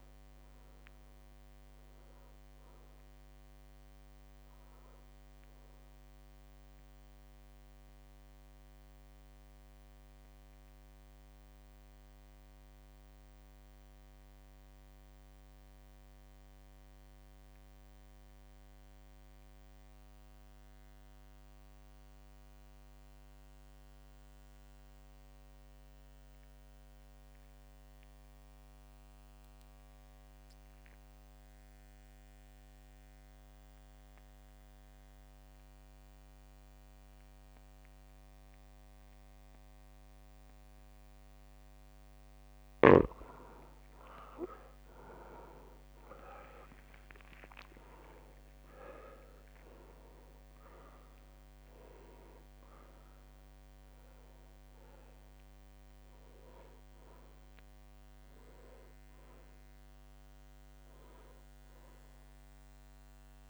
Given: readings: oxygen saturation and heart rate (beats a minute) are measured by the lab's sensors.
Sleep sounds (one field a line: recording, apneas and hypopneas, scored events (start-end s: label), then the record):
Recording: breathing in sleep by a microphone on the trachea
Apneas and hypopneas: 1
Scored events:
0.00-15.50 s: drop in pulse transit time (device-marked, heart rate 52 extreme)
0.00-19.50 s: oxygen desaturation (device-marked, oxygen 84% lowest, heart rate 52 extreme)
7.00-42.50 s: mixed apnea (oxygen 99% before, 82% lowest, heart rate 55 before, 52 extreme, up 4 after)
39.50-63.50 s: oxygen desaturation (device-marked, oxygen 99% before, 82% lowest, heart rate 53 before, 52 extreme)
44.50-48.00 s: arousal
49.50-63.50 s: drop in pulse transit time (device-marked, heart rate 54 before, 54 extreme)
From the record:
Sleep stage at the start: REM sleep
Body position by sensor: on the back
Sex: male